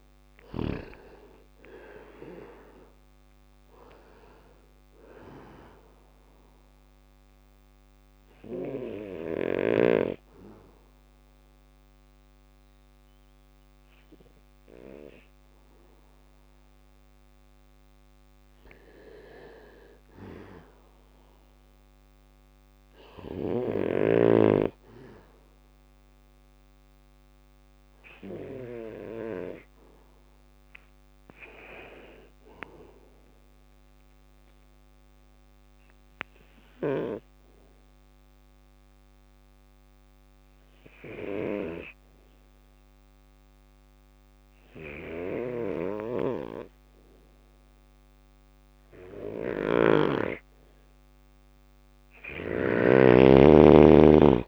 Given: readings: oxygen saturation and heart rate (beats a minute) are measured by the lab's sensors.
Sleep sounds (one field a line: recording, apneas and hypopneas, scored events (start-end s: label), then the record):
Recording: breathing in sleep by a microphone on the trachea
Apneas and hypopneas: 2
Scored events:
0.00-10.00 s: drop in pulse transit time (device-marked, heart rate 61 extreme)
0.00-19.00 s: oxygen desaturation (device-marked, oxygen 93% lowest, heart rate 58 extreme)
5.00-15.50 s: obstructive apnea (oxygen 98% before, 93% lowest, heart rate 62 before, 58 extreme, up 2 after)
23.00-28.00 s: bradycardia (device-marked, heart rate 60 before, 59 extreme)
28.00-32.50 s: arousal
34.00-49.00 s: bradycardia (device-marked, heart rate 60 before, 58 extreme)
35.50-49.50 s: obstructive apnea (oxygen 99% before, 93% lowest, heart rate 60 before, 57 extreme, up 3 after)
51.00-54.48 s: arousal
51.00-54.48 s: snoring (device-marked)
From the record:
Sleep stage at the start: N2 (light sleep)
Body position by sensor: on the back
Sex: male